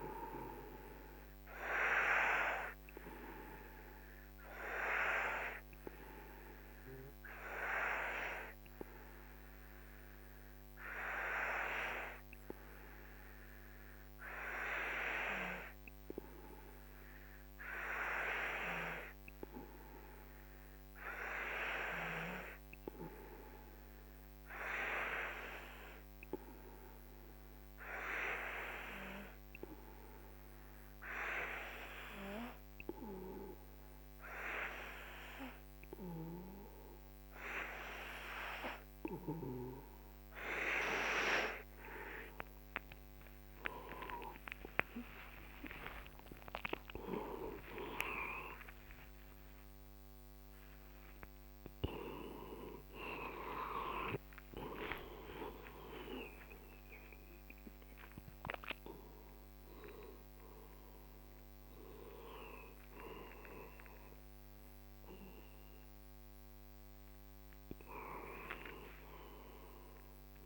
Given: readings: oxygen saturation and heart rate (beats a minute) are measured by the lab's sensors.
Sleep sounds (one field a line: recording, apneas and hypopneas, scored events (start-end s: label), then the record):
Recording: a person partly awake in a sleep study, by a microphone on the trachea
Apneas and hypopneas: 1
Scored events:
0.00-1.50 s: oxygen desaturation (device-marked, oxygen 93% lowest, heart rate 44 extreme)
2.50-42.00 s: obstructive apnea (oxygen 97% before, 91% lowest, heart rate 57 before, 44 extreme)
41.50-56.50 s: oxygen desaturation (device-marked, oxygen 94% before, 91% lowest, heart rate 54 before, 49 extreme)
51.50-70.46 s: new sleep stage, awake
From the record:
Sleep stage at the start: N2 (light sleep)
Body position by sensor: on the right side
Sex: male